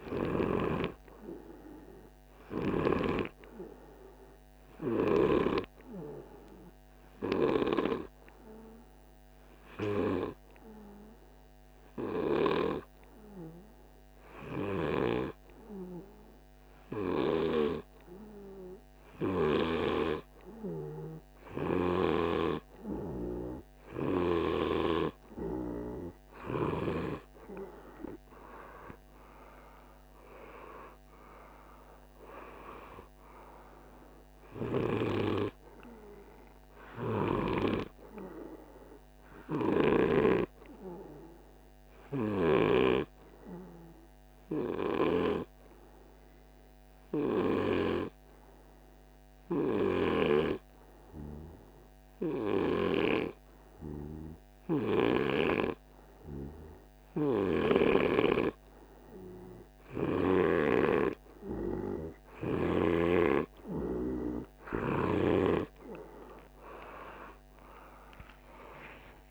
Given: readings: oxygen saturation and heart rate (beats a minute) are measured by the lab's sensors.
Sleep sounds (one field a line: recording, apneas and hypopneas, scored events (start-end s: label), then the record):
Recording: breathing in sleep by a microphone on the trachea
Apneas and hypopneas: 2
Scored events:
5.50-21.50 s: hypopnea (oxygen 98% before, 94% lowest, heart rate 53 before, 49 extreme, up 26 after)
25.50-31.00 s: arousal
43.00-58.00 s: hypopnea (oxygen 98% before, 91% lowest, heart rate 60 before, 49 extreme, up 1 after)
66.50-69.31 s: arousal
From the record:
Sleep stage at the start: N2 (light sleep)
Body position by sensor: on the right side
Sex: male